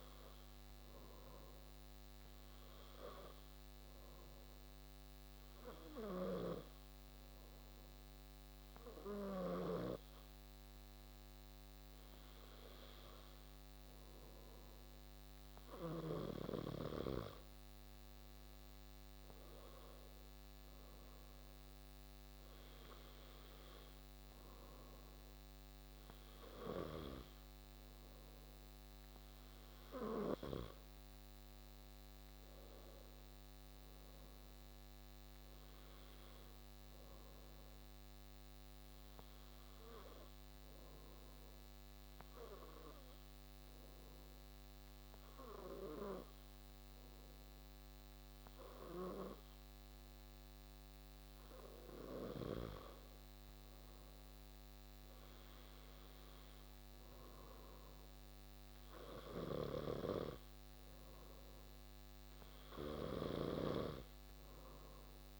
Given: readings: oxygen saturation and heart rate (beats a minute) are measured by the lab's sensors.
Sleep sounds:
breathing in sleep by a microphone on the trachea; 2
2.50-17.50 s: hypopnea (oxygen 96% before, 94% lowest)
29.50-33.50 s: arousal
36.50-51.50 s: obstructive apnea (oxygen 96% before, 93% lowest)
52.50-57.00 s: arousal
From the record:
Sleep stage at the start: N2 (light sleep); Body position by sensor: on the back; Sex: male

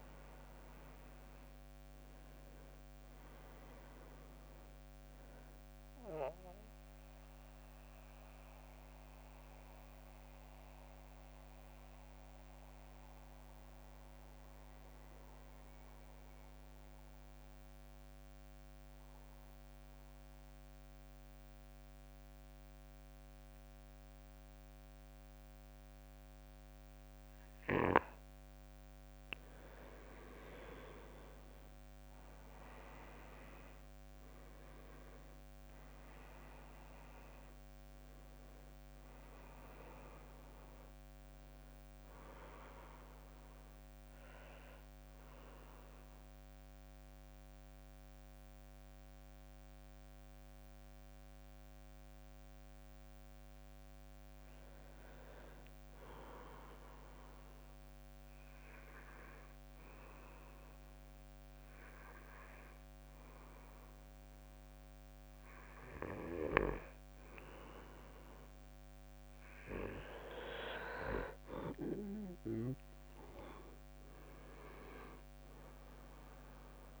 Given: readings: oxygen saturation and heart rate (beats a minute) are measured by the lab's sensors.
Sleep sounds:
breathing in sleep by a microphone on the trachea; 2
0.00-12.00 s: drop in pulse transit time (device-marked, heart rate 55 extreme)
0.00-16.00 s: oxygen desaturation (device-marked, oxygen 92% lowest, heart rate 53 extreme)
7.50-27.50 s: mixed apnea (oxygen 98% before, 92% lowest, heart rate 66 before, 53 extreme, up 13 after)
31.00-36.00 s: arousal
32.00-51.00 s: oxygen desaturation (device-marked, oxygen 98% before, 92% lowest, heart rate 59 before, 53 extreme)
45.50-70.50 s: mixed apnea (oxygen 98% before, 92% lowest, heart rate 65 before, 54 extreme, up 10 after)
70.00-77.00 s: oxygen desaturation (device-marked, oxygen 98% before, 93% lowest, heart rate 58 before, 56 extreme)
74.50-77.00 s: arousal
From the record:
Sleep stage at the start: N2 (light sleep); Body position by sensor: on the back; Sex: male

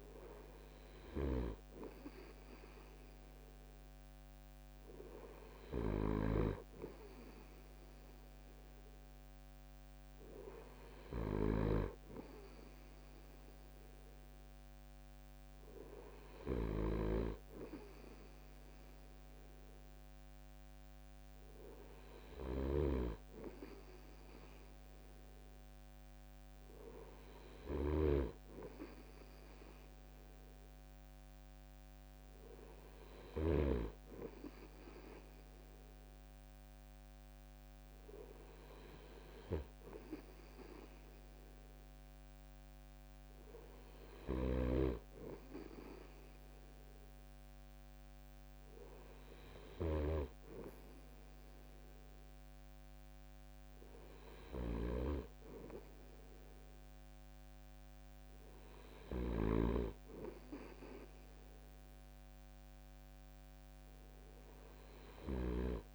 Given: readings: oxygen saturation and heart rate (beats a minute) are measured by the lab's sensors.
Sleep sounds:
breathing in sleep by a microphone on the trachea; none
0.00-1.00 s: snoring (device-marked)
16.00-33.00 s: snoring (device-marked)
43.50-65.95 s: snoring (device-marked)
From the record:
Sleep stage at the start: N2 (light sleep); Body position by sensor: on the right side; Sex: male

